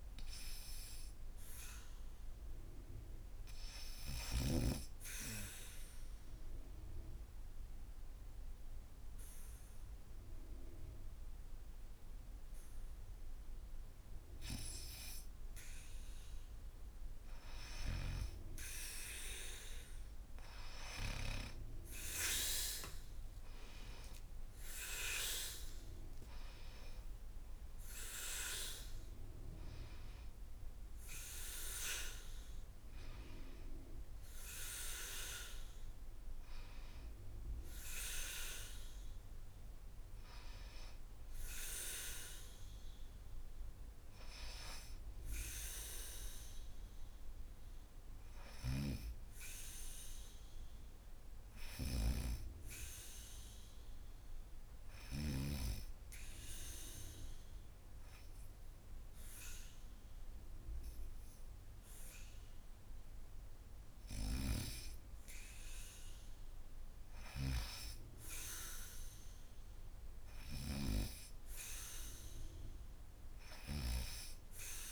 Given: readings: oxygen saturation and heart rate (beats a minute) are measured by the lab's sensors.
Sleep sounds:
breathing in sleep by a room microphone; 2
4.00-15.00 s: obstructive apnea (oxygen 97% before, 90% lowest, heart rate 76 before, 72 extreme, up 4 after)
17.00-21.50 s: arousal
34.00-43.00 s: oxygen desaturation (device-marked, oxygen 97% before, 90% lowest, heart rate 80 before, 79 extreme)
45.50-48.50 s: arousal
52.00-63.00 s: hypopnea (oxygen 100% before, 93% lowest, heart rate 89 before, 78 extreme, up 1 after)
64.00-68.00 s: arousal
71.00-74.92 s: oxygen desaturation (device-marked, oxygen 99% before, 94% lowest, heart rate 81 before, 76 extreme)
From the record:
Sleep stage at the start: N2 (light sleep); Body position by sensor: on the back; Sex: female

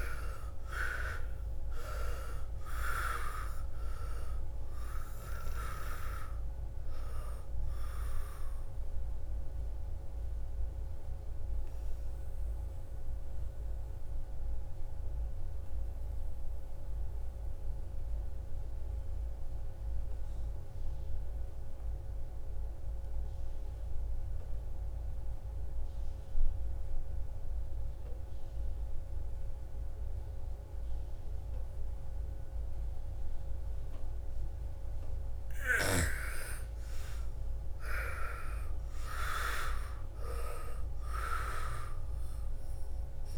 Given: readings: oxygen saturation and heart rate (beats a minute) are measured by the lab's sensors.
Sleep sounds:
breathing in sleep by a room microphone; 1
0.00-1.00 s: arousal
0.00-18.50 s: oxygen desaturation (device-marked, oxygen 81% lowest, heart rate 55 extreme)
9.50-34.00 s: obstructive apnea (oxygen 99% before, 77% lowest, heart rate 63 before, 55 extreme, up 12 after)
32.50-43.38 s: oxygen desaturation (device-marked, oxygen 99% before, 81% lowest, heart rate 57 before, 55 extreme)
36.00-40.00 s: arousal
From the record:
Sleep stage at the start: N2 (light sleep); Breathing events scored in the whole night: 736 in 7.4 hours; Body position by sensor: on the back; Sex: female

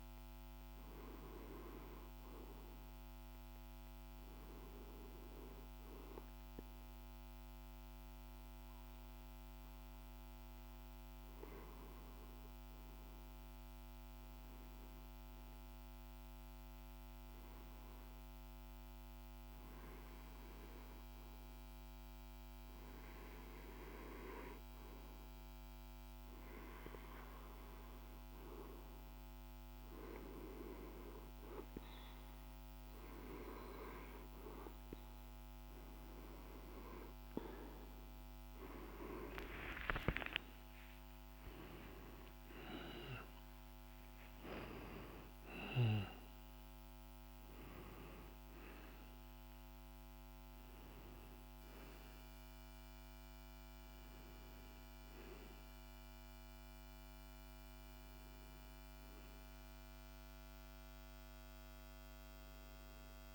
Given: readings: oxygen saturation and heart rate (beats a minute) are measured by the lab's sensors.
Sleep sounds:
breathing in sleep by a microphone on the trachea; 1
4.50-26.50 s: hypopnea (oxygen 99% before, 90% lowest, heart rate 51 before, 50 extreme, up 3 after)
22.00-46.00 s: oxygen desaturation (device-marked, oxygen 96% before, 90% lowest, heart rate 51 before, 51 extreme)
38.00-42.50 s: arousal
From the record:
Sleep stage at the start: REM sleep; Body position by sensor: on the back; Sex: male

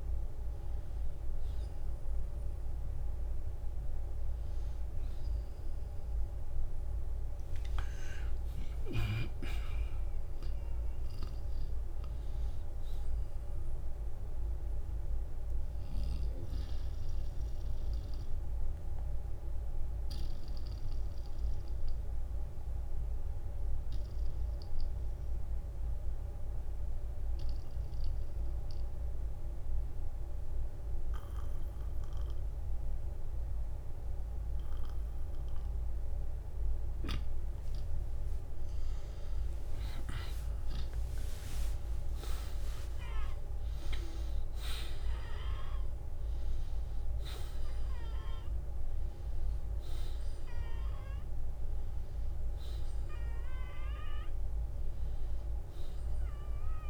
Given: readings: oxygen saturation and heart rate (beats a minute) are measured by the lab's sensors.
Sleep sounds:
breathing in sleep by a room microphone; 1
3.50-17.50 s: oxygen desaturation (device-marked, oxygen 94% before, 87% lowest, heart rate 61 before, 44 extreme)
8.00-14.00 s: arousal
15.50-17.50 s: long interval between heartbeats (device-marked, heart rate 66 before, 67 extreme)
18.00-38.50 s: obstructive apnea (oxygen 94% before, 86% lowest, heart rate 66 before, 52 extreme, up 13 after)
23.00-25.00 s: long interval between heartbeats (device-marked, heart rate 63 before, 48 extreme)
40.00-45.50 s: arousal
52.00-54.00 s: long interval between heartbeats (device-marked, heart rate 61 before, 71 extreme)
From the record:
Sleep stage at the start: N2 (light sleep); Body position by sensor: on the back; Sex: male

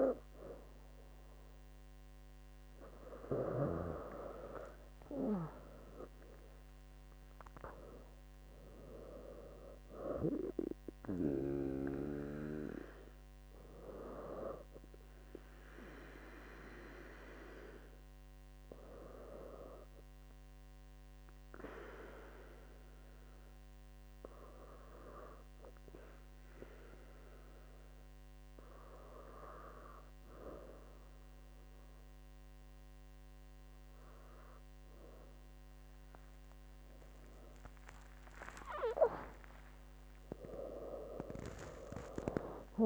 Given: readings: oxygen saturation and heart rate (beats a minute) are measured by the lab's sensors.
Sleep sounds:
breathing in sleep by a microphone on the trachea; 1
9.50-12.50 s: oxygen desaturation (device-marked, oxygen 98% before, 96% lowest, heart rate 68 before, 66 extreme)
16.50-33.00 s: obstructive apnea (oxygen 98% before, 94% lowest, heart rate 71 before, 65 extreme, up 31 after)
38.50-42.86 s: arousal
From the record:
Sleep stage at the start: N2 (light sleep); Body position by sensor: on the back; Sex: female

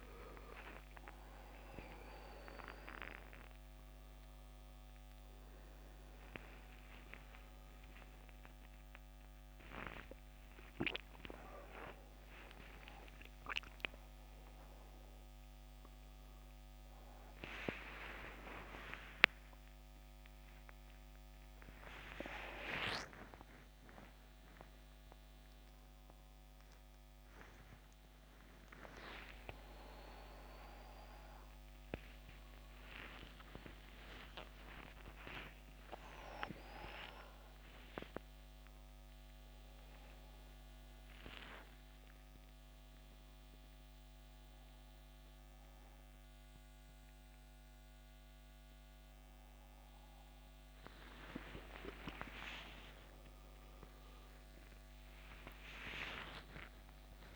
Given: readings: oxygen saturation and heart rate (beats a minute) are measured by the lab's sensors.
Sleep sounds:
a person awake in a sleep study, by a microphone on the trachea; none
none scored
From the record:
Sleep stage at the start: awake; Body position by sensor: on the back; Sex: male

